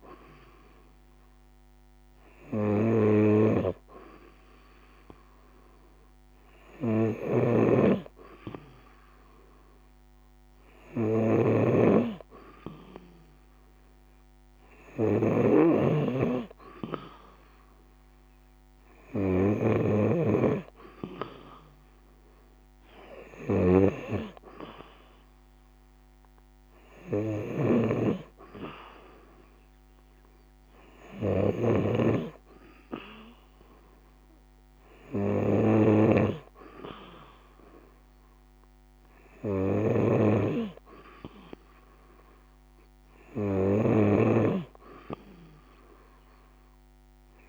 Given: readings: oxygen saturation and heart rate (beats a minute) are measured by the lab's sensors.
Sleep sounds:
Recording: breathing in sleep by a microphone on the trachea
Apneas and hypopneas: none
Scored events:
0.00-47.49 s: snoring (device-marked)
From the record:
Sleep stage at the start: N2 (light sleep)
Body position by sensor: on the right side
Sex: female

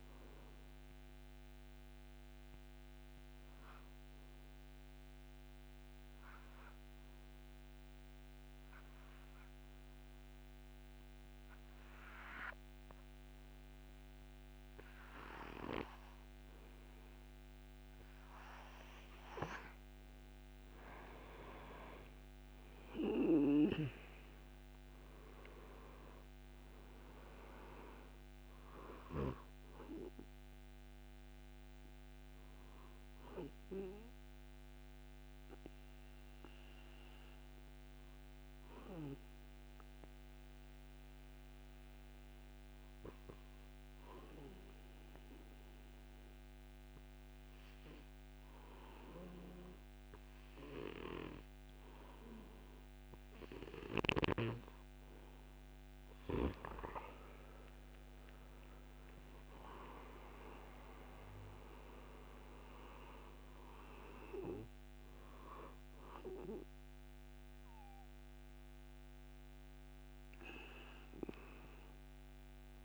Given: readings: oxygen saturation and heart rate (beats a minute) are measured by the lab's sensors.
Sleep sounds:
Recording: breathing in sleep by a microphone on the trachea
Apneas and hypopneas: 2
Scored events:
1.50-19.00 s: obstructive apnea (oxygen 97% before, 90% lowest, heart rate 91 before, 72 extreme, up 51 after)
21.00-25.00 s: arousal
22.00-46.00 s: oxygen desaturation (device-marked, oxygen 99% before, 91% lowest)
34.00-54.50 s: obstructive apnea (oxygen 99% before, 87% lowest)
57.00-61.50 s: arousal
60.00-72.85 s: oxygen desaturation (device-marked, oxygen 98% before, 92% lowest)
From the record:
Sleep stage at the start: N2 (light sleep)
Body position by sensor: on the back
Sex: male

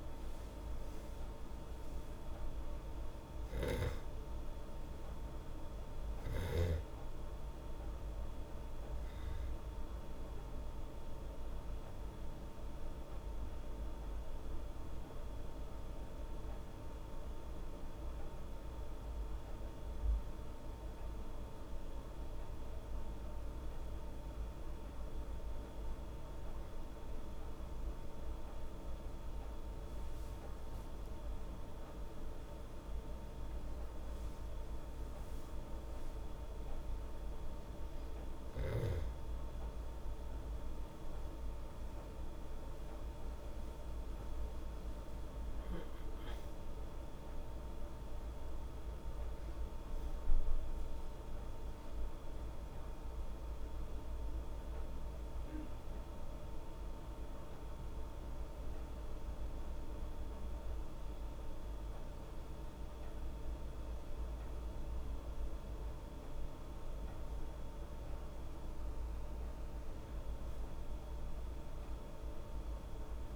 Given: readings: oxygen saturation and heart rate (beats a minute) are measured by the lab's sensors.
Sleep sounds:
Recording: a person partly awake in a sleep study, hard to hear, by a room microphone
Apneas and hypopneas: none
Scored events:
0.00-4.50 s: arousal
0.00-21.00 s: oxygen desaturation (device-marked, oxygen 95% lowest, heart rate 74 extreme)
25.00-55.00 s: new sleep stage, awake
55.00-73.36 s: new sleep stage, N2 (light sleep)
From the record:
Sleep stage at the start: N2 (light sleep)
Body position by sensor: on the back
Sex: female

